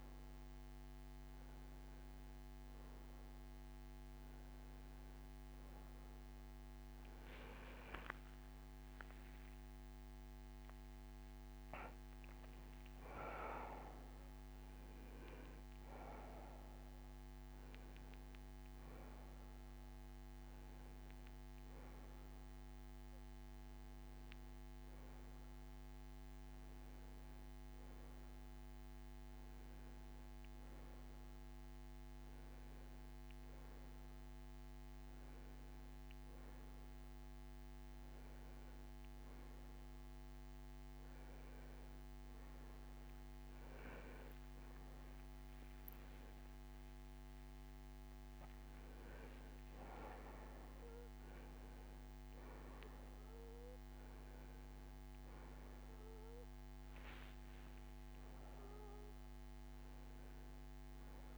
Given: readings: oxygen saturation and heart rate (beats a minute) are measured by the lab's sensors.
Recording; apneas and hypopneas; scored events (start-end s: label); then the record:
breathing in sleep, hard to hear, by a microphone on the trachea; none
3.00-33.00 s: new sleep stage, N1 (lightest sleep)
6.00-10.00 s: arousal
33.00-61.38 s: new sleep stage, N2 (light sleep)
58.00-61.00 s: arousal
From the record:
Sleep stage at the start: N2 (light sleep); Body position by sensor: on the right side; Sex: male